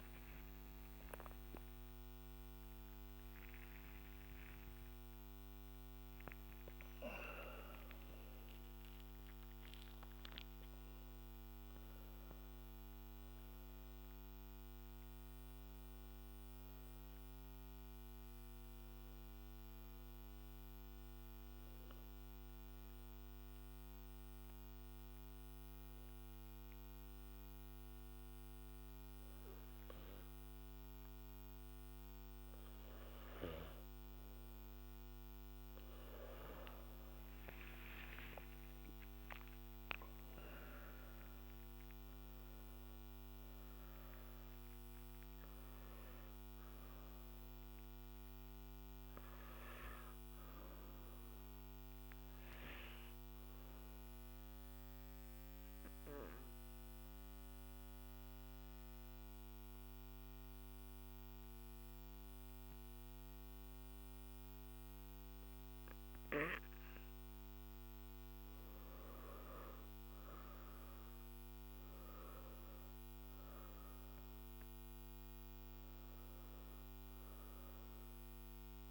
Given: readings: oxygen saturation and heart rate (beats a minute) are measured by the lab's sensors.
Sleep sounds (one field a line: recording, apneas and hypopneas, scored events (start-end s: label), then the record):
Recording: breathing in sleep by a microphone on the trachea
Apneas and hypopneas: 2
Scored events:
0.00-14.00 s: oxygen desaturation (device-marked, oxygen 91% lowest, heart rate 51 extreme)
2.00-4.00 s: long interval between heartbeats (device-marked, heart rate 60 before, 95 extreme)
20.50-33.00 s: obstructive apnea (oxygen 96% before, 93% lowest, heart rate 82 before, 49 extreme, up 13 after)
39.00-59.00 s: oxygen desaturation (device-marked, oxygen 98% before, 94% lowest, heart rate 56 before, 49 extreme)
52.00-69.00 s: obstructive apnea (oxygen 98% before, 92% lowest, heart rate 57 before, 50 extreme, up 7 after)
73.00-78.91 s: oxygen desaturation (device-marked, oxygen 97% before, 93% lowest, heart rate 53 before, 50 extreme)
From the record:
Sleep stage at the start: N1 (lightest sleep)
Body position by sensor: on the back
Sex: male